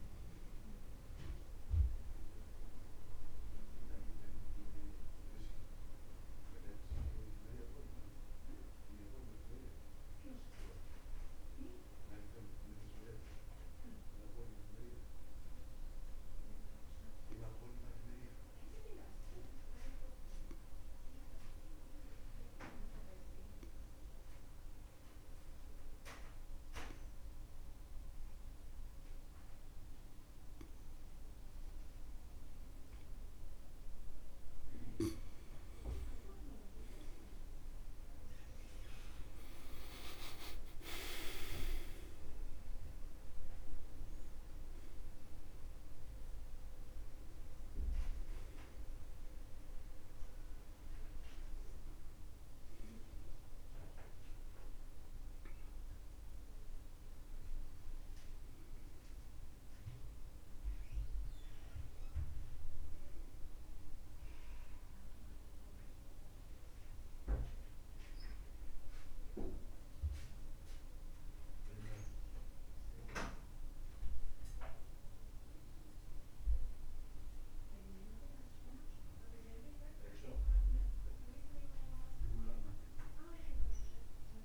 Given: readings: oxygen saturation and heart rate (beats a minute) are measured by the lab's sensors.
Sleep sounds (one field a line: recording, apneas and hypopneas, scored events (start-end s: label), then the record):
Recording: breathing in sleep by a room microphone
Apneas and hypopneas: 1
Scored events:
0.00-1.50 s: oxygen desaturation (device-marked, oxygen 93% lowest, heart rate 61 extreme)
12.50-27.50 s: oxygen desaturation (device-marked, oxygen 95% before, 90% lowest, heart rate 70 before, 61 extreme)
13.00-33.50 s: obstructive apnea (oxygen 97% before, 86% lowest, heart rate 70 before, 61 extreme, up 9 after)
36.50-49.50 s: oxygen desaturation (device-marked, oxygen 96% before, 91% lowest, heart rate 62 before, 62 extreme)
36.50-66.50 s: new sleep stage, N1 (lightest sleep)
37.00-42.00 s: arousal
65.50-78.50 s: oxygen desaturation (device-marked, oxygen 91% before, 86% lowest, heart rate 71 before, 61 extreme)
66.50-84.45 s: new sleep stage, N2 (light sleep)
From the record:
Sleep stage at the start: N2 (light sleep)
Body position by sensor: on the back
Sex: male